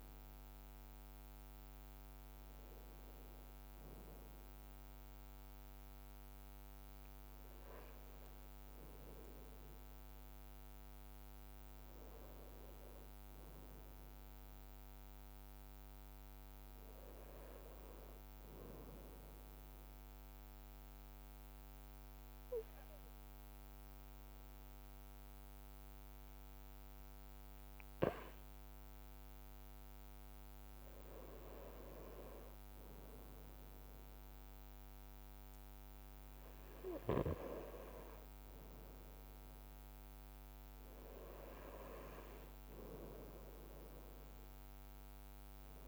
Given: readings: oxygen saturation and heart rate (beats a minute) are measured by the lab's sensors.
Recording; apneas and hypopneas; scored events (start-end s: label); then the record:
breathing in sleep by a microphone on the trachea; none
0.00-5.00 s: leg movement (device-marked)
18.50-26.00 s: leg movement (device-marked)
41.00-45.88 s: leg movement (device-marked)
44.50-45.88 s: arousal
From the record:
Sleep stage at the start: N2 (light sleep); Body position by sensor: on the right side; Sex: male